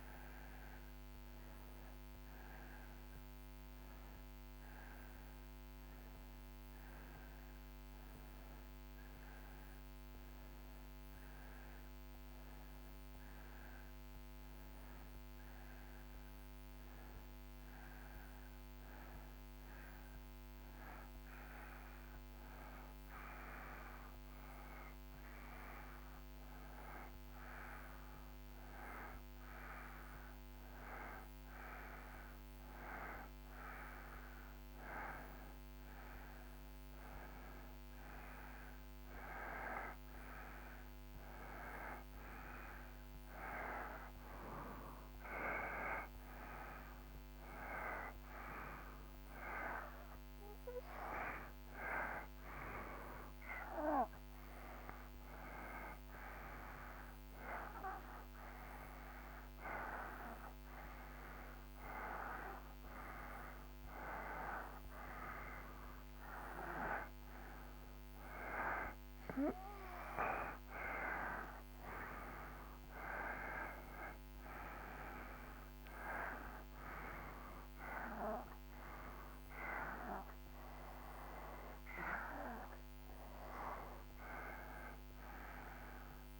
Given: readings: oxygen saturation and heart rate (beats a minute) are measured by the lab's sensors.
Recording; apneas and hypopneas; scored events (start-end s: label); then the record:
breathing in sleep by a microphone on the trachea; 2
18.50-34.50 s: hypopnea (oxygen 92% before, 90% lowest)
35.50-39.00 s: arousal
48.00-65.00 s: oxygen desaturation (device-marked, oxygen 95% before, 90% lowest)
51.00-65.50 s: hypopnea (oxygen 95% before, 90% lowest)
67.50-72.00 s: arousal
From the record:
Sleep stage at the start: N2 (light sleep); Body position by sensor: on the right side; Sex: male